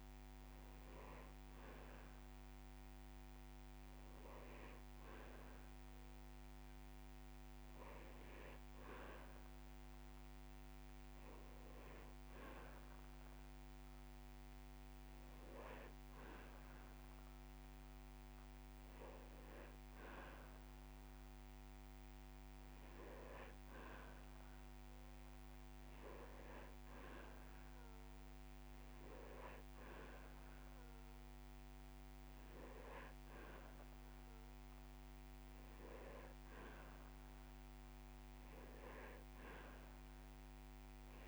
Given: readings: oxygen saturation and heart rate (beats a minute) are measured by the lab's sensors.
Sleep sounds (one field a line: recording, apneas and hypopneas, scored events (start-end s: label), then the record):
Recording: breathing in sleep by a microphone on the trachea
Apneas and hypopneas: none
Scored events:
11.50-13.50 s: long interval between heartbeats (device-marked)
From the record:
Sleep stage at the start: N2 (light sleep)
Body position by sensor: on the back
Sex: male